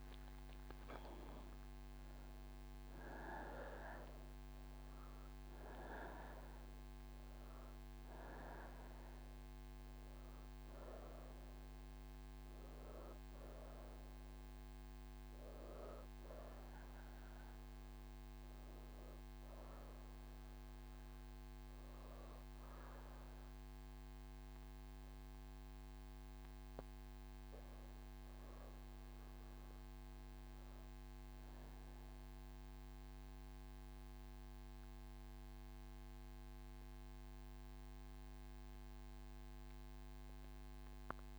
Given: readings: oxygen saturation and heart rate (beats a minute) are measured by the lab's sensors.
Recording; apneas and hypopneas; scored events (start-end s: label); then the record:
breathing in sleep by a microphone on the trachea; none
21.00-34.00 s: oxygen desaturation (device-marked, oxygen 96% before, 93% lowest)
From the record:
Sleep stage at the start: N1 (lightest sleep); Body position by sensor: on the right side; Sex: female